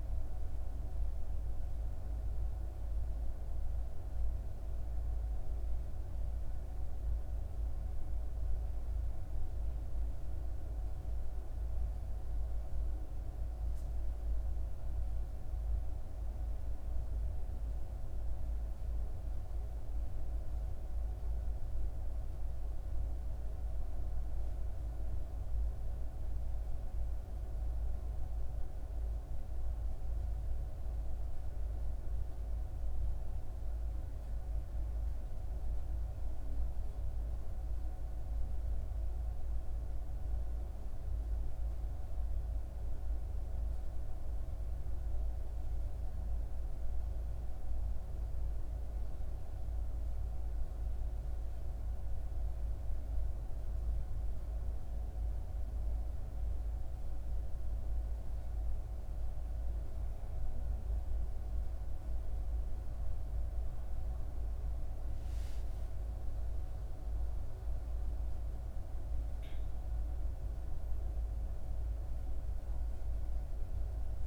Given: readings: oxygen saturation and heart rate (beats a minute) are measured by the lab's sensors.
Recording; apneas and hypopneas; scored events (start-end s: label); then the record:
a person awake in a sleep study, hard to hear, by a room microphone; none
none scored
From the record:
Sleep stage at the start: awake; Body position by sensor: on the back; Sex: female